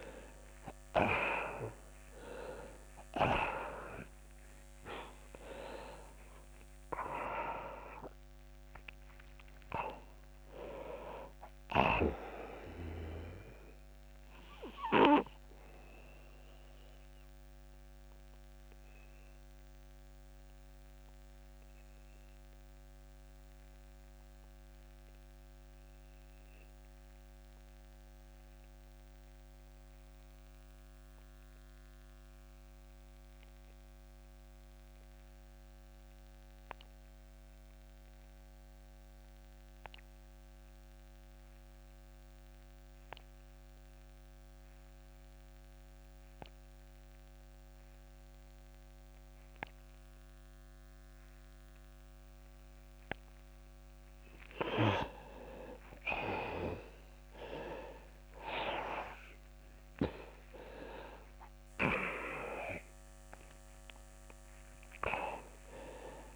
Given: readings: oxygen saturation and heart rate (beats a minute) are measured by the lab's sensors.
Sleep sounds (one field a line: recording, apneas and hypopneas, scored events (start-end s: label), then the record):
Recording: breathing in sleep by a microphone on the trachea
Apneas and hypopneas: 1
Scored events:
0.00-34.00 s: oxygen desaturation (device-marked, oxygen 83% lowest)
1.00-6.00 s: arousal
14.00-52.50 s: obstructive apnea (oxygen 97% before, 83% lowest)
51.00-66.36 s: oxygen desaturation (device-marked, oxygen 99% before, 85% lowest)
55.50-60.00 s: arousal
From the record:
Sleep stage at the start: N2 (light sleep)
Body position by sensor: on the back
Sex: male